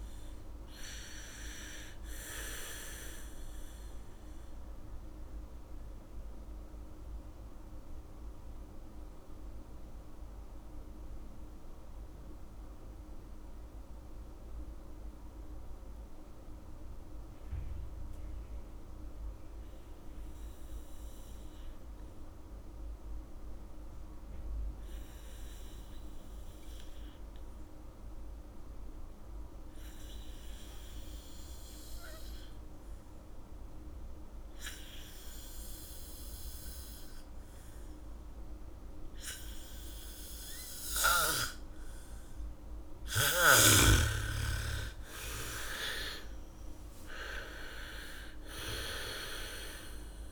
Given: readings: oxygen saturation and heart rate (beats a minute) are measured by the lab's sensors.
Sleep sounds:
breathing in sleep by a room microphone; 1
0.00-18.50 s: oxygen desaturation (device-marked, oxygen 76% lowest, heart rate 57 extreme)
5.00-41.00 s: mixed apnea (oxygen 98% before, 76% lowest, heart rate 72 before, 51 extreme, up 12 after)
25.50-50.31 s: oxygen desaturation (device-marked, oxygen 100% before, 78% lowest, heart rate 77 before, 45 extreme)
28.50-33.50 s: bradycardia (device-marked, heart rate 70 before, 58 extreme)
39.50-44.50 s: bradycardia (device-marked, heart rate 69 before, 57 extreme)
43.00-47.00 s: arousal
From the record:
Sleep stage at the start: N2 (light sleep); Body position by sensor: on the back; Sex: female

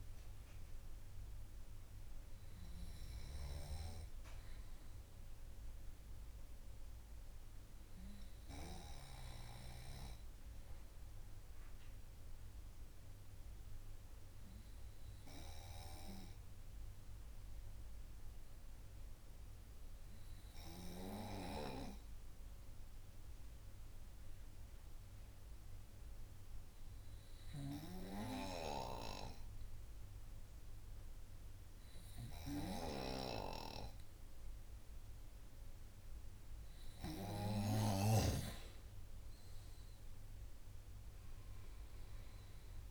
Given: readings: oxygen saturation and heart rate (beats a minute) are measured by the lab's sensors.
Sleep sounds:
breathing in sleep by a room microphone; 1
13.00-33.50 s: hypopnea (oxygen 98% before, 95% lowest, heart rate 52 before, 49 extreme, up 3 after)
39.00-42.00 s: arousal
From the record:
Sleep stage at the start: N2 (light sleep); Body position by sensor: on the right side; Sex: male

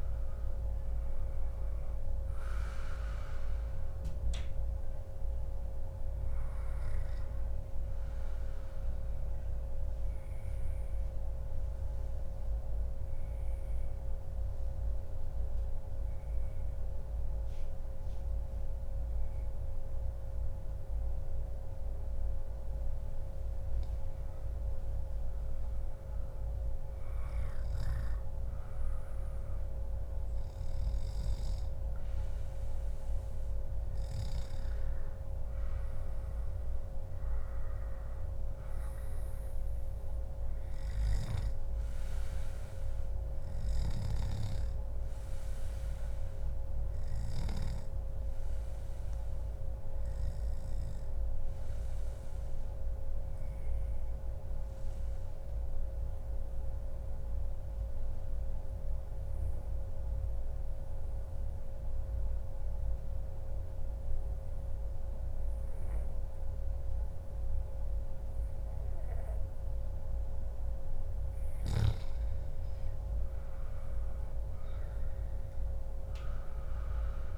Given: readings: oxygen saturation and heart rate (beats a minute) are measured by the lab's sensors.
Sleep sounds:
breathing in sleep, hard to hear, by a room microphone; 2
8.00-23.50 s: obstructive apnea (oxygen 97% before, 93% lowest, heart rate 127 before, 97 extreme, up 48 after)
15.00-17.00 s: long interval between heartbeats (device-marked, heart rate 137 before, 117 extreme)
25.50-30.50 s: arousal
50.00-52.00 s: long interval between heartbeats (device-marked, heart rate 143 before, 116 extreme)
50.00-70.00 s: obstructive apnea (oxygen 97% before, 93% lowest, heart rate 143 before, 110 extreme, up 0 after)
52.00-54.00 s: long interval between heartbeats (device-marked, heart rate 141 before, 106 extreme)
73.00-76.00 s: arousal
From the record:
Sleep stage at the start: N2 (light sleep); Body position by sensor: on the back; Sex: male

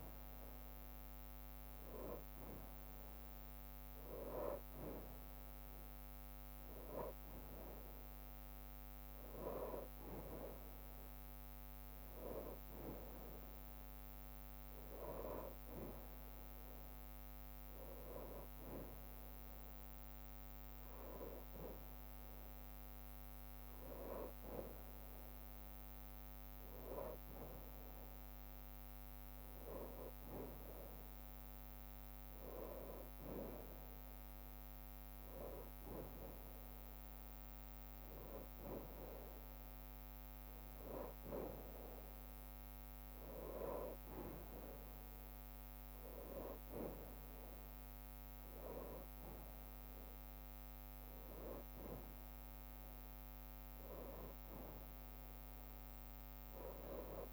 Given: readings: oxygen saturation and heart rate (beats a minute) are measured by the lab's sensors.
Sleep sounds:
breathing in sleep by a microphone on the trachea; none
0.00-4.50 s: bradycardia (device-marked, heart rate 57 extreme)
12.50-18.50 s: bradycardia (device-marked, heart rate 62 before, 57 extreme)
27.50-29.50 s: long interval between heartbeats (device-marked, heart rate 62 before, 64 extreme)
45.50-52.50 s: bradycardia (device-marked, heart rate 62 before, 57 extreme)
53.50-57.33 s: bradycardia (device-marked, heart rate 62 before, 57 extreme)
From the record:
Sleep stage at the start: N2 (light sleep); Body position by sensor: on the back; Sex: male

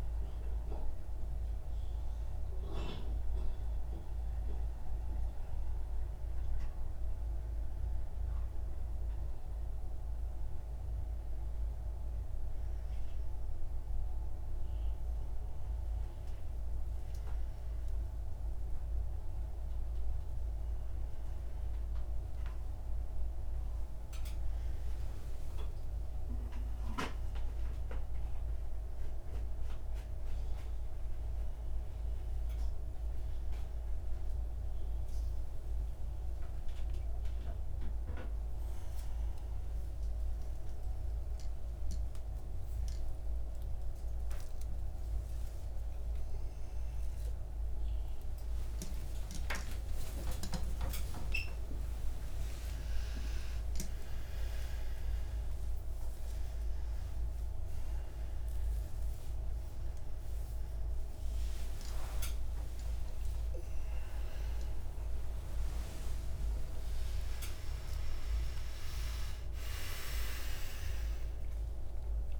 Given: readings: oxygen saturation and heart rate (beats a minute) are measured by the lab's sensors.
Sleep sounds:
a person awake in a sleep study, by a room microphone; none
none scored
From the record:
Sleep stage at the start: awake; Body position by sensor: upright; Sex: male

